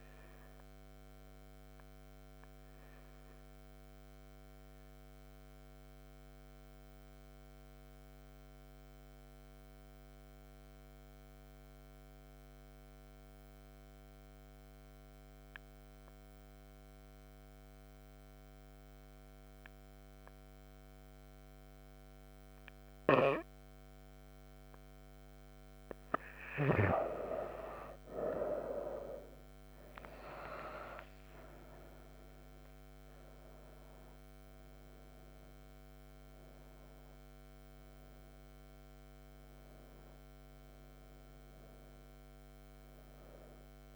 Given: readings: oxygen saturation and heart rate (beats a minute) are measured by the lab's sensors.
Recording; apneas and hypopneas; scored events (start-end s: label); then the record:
breathing in sleep by a microphone on the trachea; 1
0.00-3.00 s: oxygen desaturation (device-marked, oxygen 91% lowest)
4.00-26.00 s: mixed apnea (oxygen 97% before, 91% lowest)
18.00-43.96 s: oxygen desaturation (device-marked, oxygen 98% before, 91% lowest)
29.50-34.50 s: arousal
From the record:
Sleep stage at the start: N2 (light sleep); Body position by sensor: on the right side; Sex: female